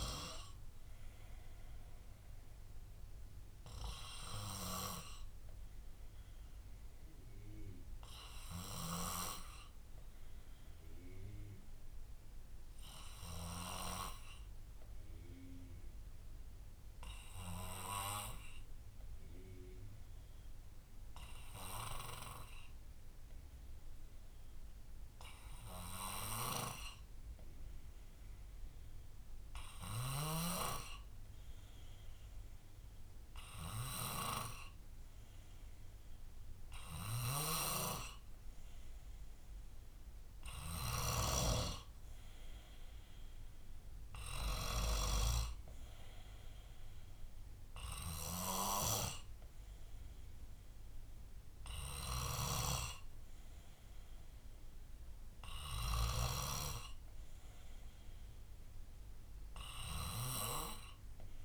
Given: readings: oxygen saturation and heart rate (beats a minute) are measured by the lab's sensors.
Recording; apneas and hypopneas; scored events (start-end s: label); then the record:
breathing in sleep by a room microphone; 1
0.00-3.00 s: oxygen desaturation (device-marked, oxygen 91% lowest, heart rate 53 extreme)
0.00-40.00 s: bradycardia (device-marked, heart rate 53 extreme)
5.50-36.50 s: obstructive apnea (oxygen 98% before, 93% lowest, heart rate 77 before, 57 extreme, up 3 after)
30.00-61.00 s: oxygen desaturation (device-marked, oxygen 97% before, 94% lowest, heart rate 58 before, 55 extreme)
37.50-41.50 s: snoring (device-marked)
40.00-43.50 s: arousal
56.00-61.45 s: bradycardia (device-marked, heart rate 67 before, 55 extreme)
From the record:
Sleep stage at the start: N2 (light sleep); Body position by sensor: on the left side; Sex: male